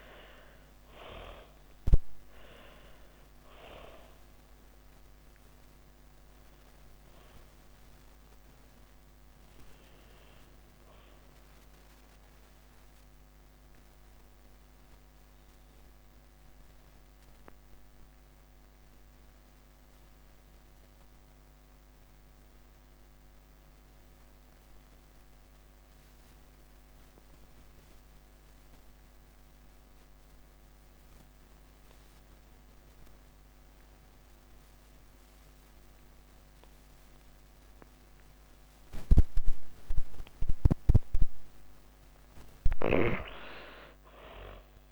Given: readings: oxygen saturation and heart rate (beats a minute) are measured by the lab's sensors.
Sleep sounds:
breathing in sleep by a microphone on the trachea; 1
0.00-21.50 s: oxygen desaturation (device-marked, oxygen 82% lowest)
11.00-39.00 s: obstructive apnea (oxygen 98% before, 82% lowest)
36.50-44.92 s: oxygen desaturation (device-marked, oxygen 99% before, 83% lowest, heart rate 38 before, 58 extreme)
42.50-44.92 s: arousal
From the record:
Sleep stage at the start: N2 (light sleep); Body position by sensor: on the back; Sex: female

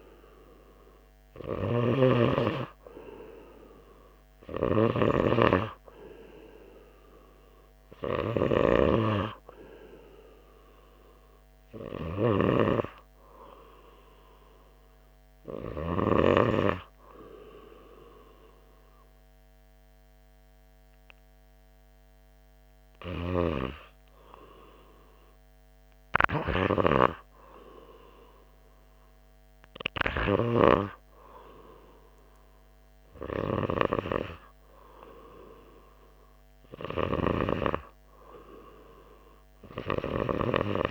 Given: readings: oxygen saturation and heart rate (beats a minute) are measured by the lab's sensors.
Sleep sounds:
breathing in sleep by a microphone on the trachea; none
0.00-16.50 s: snoring (device-marked)
35.50-39.00 s: arousal
37.50-40.91 s: snoring (device-marked)
From the record:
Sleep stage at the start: REM sleep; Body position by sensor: on the right side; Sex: male

